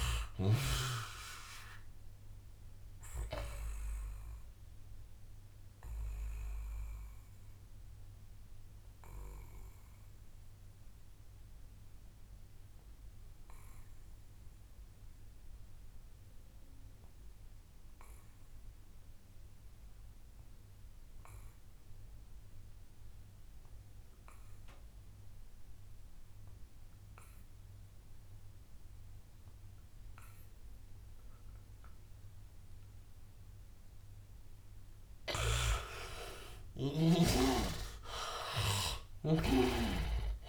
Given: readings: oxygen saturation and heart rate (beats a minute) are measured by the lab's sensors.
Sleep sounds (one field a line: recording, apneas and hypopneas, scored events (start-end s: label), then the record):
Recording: breathing in sleep by a room microphone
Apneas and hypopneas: 1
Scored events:
0.00-17.00 s: oxygen desaturation (device-marked, oxygen 75% lowest, heart rate 76 extreme)
2.50-34.00 s: obstructive apnea (oxygen 100% before, 75% lowest, heart rate 83 before, 75 extreme, up 10 after)
27.00-40.49 s: oxygen desaturation (device-marked, oxygen 100% before, 75% lowest, heart rate 85 before, 74 extreme)
37.00-40.49 s: arousal
From the record:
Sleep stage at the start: N2 (light sleep)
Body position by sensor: on the back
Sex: male